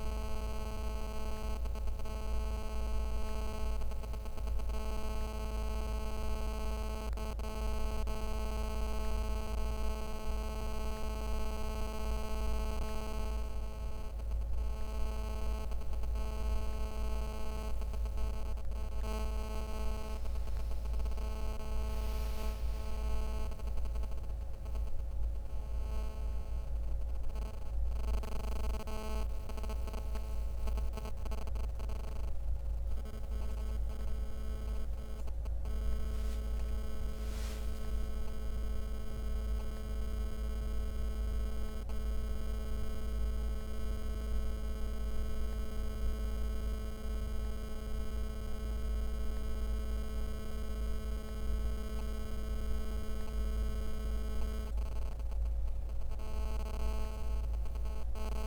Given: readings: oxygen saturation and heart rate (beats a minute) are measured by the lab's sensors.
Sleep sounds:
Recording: a person awake in a sleep study, by a room microphone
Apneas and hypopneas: none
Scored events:
0.00-1.00 s: oxygen desaturation (device-marked, oxygen 92% lowest, heart rate 66 extreme)
19.00-58.47 s: new sleep stage, awake
From the record:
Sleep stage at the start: N2 (light sleep)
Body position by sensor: on the right side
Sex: male

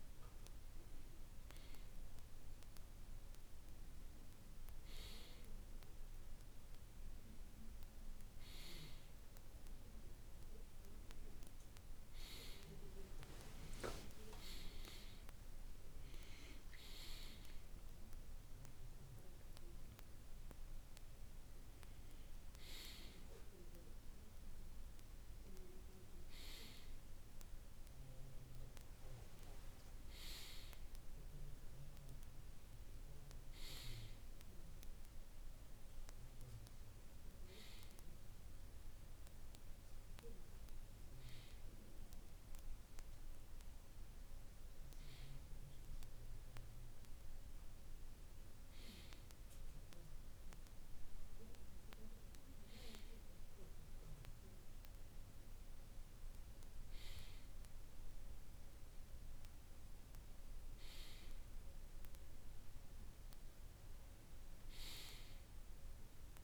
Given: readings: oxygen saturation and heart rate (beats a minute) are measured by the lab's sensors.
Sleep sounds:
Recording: a person partly awake in a sleep study, by a room microphone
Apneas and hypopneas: none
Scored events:
15.00-66.44 s: new sleep stage, N1 (lightest sleep)
From the record:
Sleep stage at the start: awake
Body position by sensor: on the right side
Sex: male

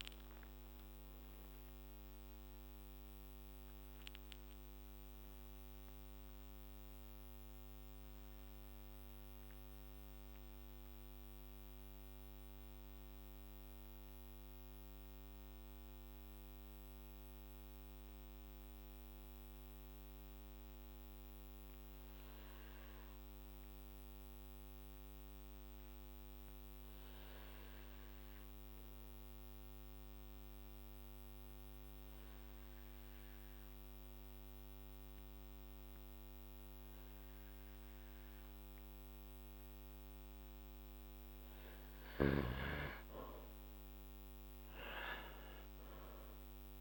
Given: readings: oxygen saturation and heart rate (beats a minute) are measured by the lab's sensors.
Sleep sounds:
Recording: breathing in sleep, hard to hear, by a microphone on the trachea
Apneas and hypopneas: 1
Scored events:
6.50-41.00 s: mixed apnea (oxygen 99% before, 95% lowest, heart rate 59 before, 49 extreme, up 6 after)
15.00-30.00 s: oxygen desaturation (device-marked, oxygen 98% before, 95% lowest, heart rate 59 before, 53 extreme)
44.00-46.81 s: arousal
From the record:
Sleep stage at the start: N2 (light sleep)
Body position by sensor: on the back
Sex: male

